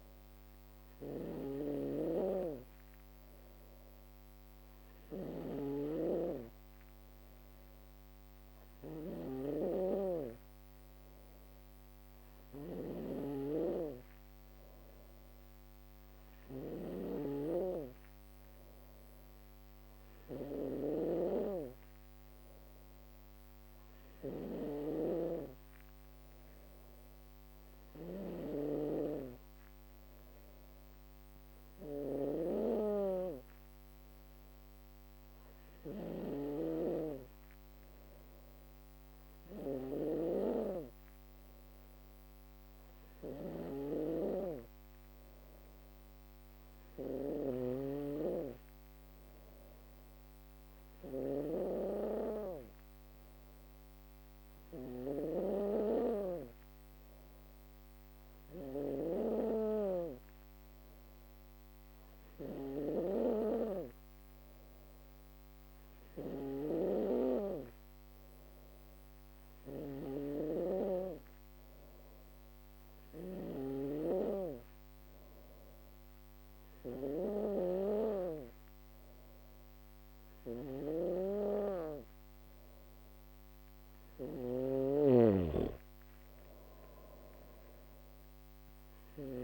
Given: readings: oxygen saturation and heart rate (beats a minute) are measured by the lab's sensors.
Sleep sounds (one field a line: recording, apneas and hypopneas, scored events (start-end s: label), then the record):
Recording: breathing in sleep by a microphone on the trachea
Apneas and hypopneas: none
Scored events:
0.00-72.50 s: snoring (device-marked)
28.00-38.00 s: drop in pulse transit time (device-marked, heart rate 60 before, 60 extreme)
79.50-89.44 s: snoring (device-marked)
86.00-89.44 s: drop in pulse transit time (device-marked, heart rate 61 before, 59 extreme)
From the record:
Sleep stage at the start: N2 (light sleep)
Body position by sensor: on the back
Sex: female